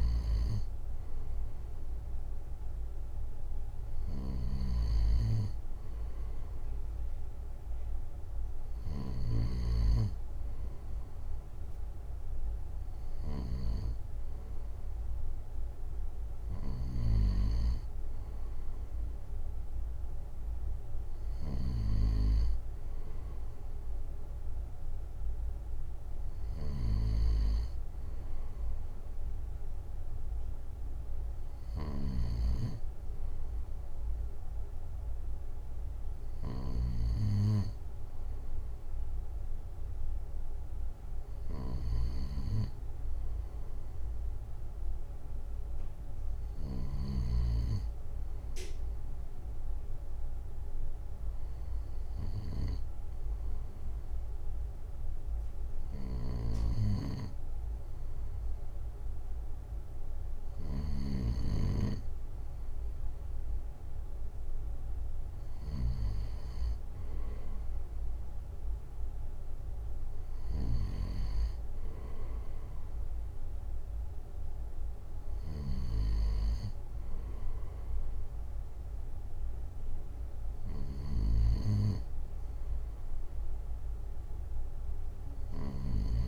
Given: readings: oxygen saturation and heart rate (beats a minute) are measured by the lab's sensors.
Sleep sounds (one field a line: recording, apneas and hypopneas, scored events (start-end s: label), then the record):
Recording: breathing in sleep by a room microphone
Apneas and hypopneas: none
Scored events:
none scored
From the record:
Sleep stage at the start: N2 (light sleep)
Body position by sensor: on the right side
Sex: male